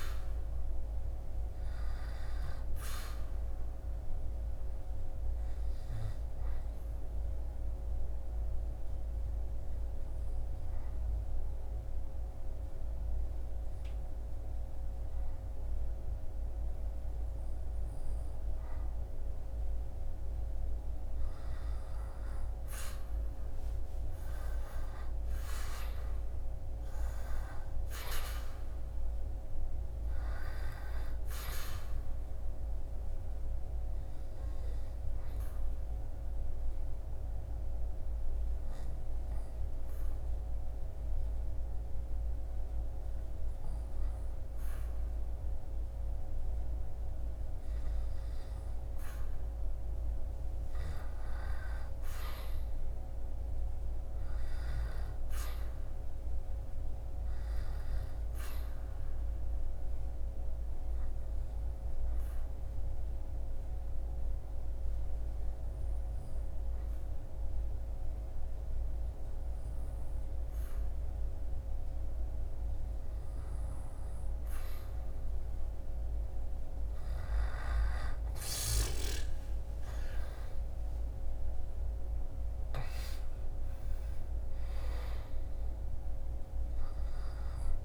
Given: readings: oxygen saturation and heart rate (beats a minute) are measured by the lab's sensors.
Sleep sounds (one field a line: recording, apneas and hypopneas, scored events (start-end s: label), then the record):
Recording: breathing in sleep, hard to hear, by a room microphone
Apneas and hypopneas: 3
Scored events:
3.00-21.50 s: obstructive apnea (oxygen 98% before, 95% lowest, heart rate 66 before, 61 extreme, up 10 after)
23.50-28.50 s: arousal
32.50-48.00 s: obstructive apnea (oxygen 98% before, 95% lowest, heart rate 69 before, 61 extreme, up 12 after)
50.00-55.00 s: arousal
59.00-75.00 s: obstructive apnea (oxygen 98% before, 95% lowest, heart rate 67 before, 59 extreme, up 12 after)
76.00-81.00 s: arousal
From the record:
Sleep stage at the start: N2 (light sleep)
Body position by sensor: on the back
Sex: male